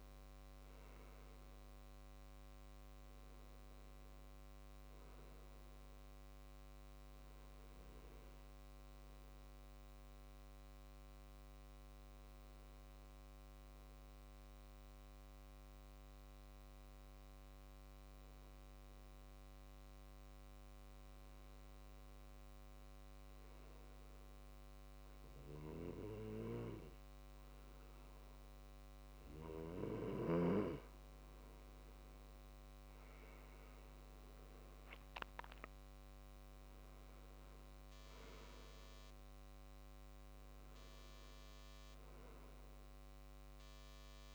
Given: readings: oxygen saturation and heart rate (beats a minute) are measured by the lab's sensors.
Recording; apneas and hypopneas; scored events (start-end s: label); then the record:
breathing in sleep by a microphone on the trachea; 1
0.00-3.50 s: arousal
9.50-28.00 s: hypopnea (oxygen 97% before, 94% lowest, heart rate 68 before, 64 extreme, up 7 after)
31.50-36.00 s: arousal
From the record:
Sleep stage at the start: N2 (light sleep); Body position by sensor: on the left side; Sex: male